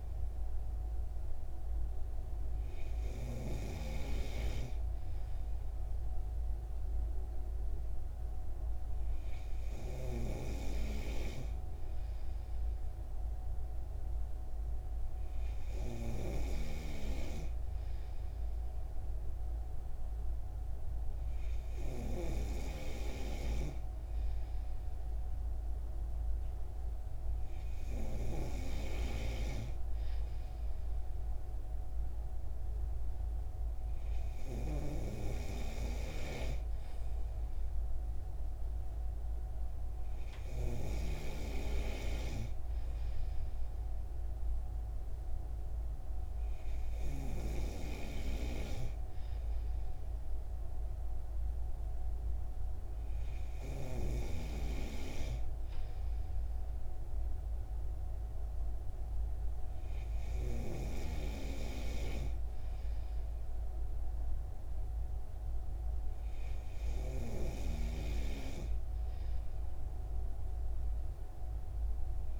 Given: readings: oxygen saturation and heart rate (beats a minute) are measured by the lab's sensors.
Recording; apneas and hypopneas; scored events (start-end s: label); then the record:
breathing in sleep by a room microphone; none
none scored
From the record:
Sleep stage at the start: N3 (deep sleep); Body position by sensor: on the right side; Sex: male